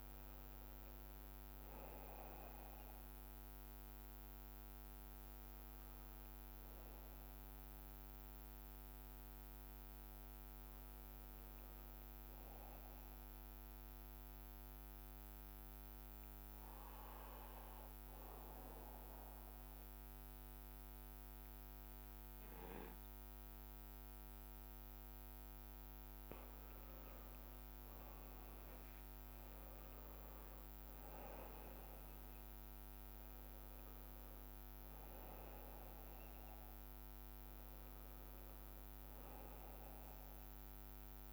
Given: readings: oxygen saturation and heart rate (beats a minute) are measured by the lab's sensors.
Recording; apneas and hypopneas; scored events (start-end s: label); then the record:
breathing in sleep, hard to hear, by a microphone on the trachea; 1
5.00-26.00 s: bradycardia (device-marked, heart rate 61 before, 57 extreme)
12.00-41.33 s: new sleep stage, N2 (light sleep)
12.50-25.50 s: obstructive apnea (oxygen 96% before, 91% lowest, heart rate 66 before, 57 extreme, up 14 after)
28.00-32.50 s: arousal
30.00-32.00 s: long interval between heartbeats (device-marked, heart rate 58 before, 68 extreme)
30.00-40.00 s: drop in pulse transit time (device-marked, heart rate 58 before, 62 extreme)
35.00-41.33 s: oxygen desaturation (device-marked, oxygen 95% before, 91% lowest, heart rate 61 before, 56 extreme)
From the record:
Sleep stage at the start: N1 (lightest sleep); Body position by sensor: on the right side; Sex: male